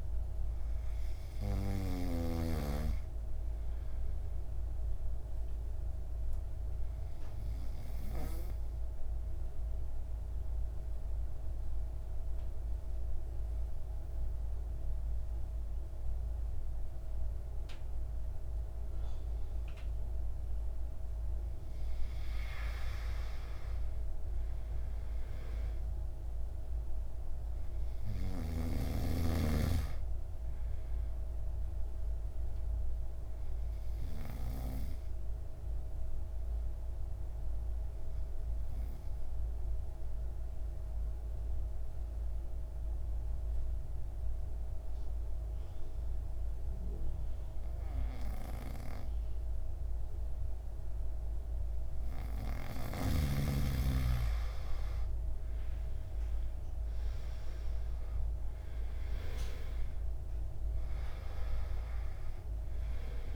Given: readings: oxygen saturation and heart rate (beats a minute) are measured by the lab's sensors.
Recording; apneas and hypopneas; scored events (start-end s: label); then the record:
breathing in sleep by a room microphone; 2
0.00-1.00 s: arousal
4.50-19.50 s: oxygen desaturation (device-marked, oxygen 98% before, 92% lowest, heart rate 56 before, 54 extreme)
5.00-21.50 s: obstructive apnea (oxygen 99% before, 88% lowest, heart rate 56 before, 54 extreme, up 7 after)
23.00-27.50 s: arousal
29.50-49.50 s: oxygen desaturation (device-marked, oxygen 98% before, 92% lowest, heart rate 57 before, 54 extreme)
30.50-52.00 s: obstructive apnea (oxygen 98% before, 87% lowest, heart rate 57 before, 53 extreme, up 11 after)
55.00-59.00 s: arousal
56.50-63.36 s: oxygen desaturation (device-marked, oxygen 98% before, 90% lowest, heart rate 56 before, 53 extreme)
From the record:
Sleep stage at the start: N2 (light sleep); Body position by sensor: on the back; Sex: male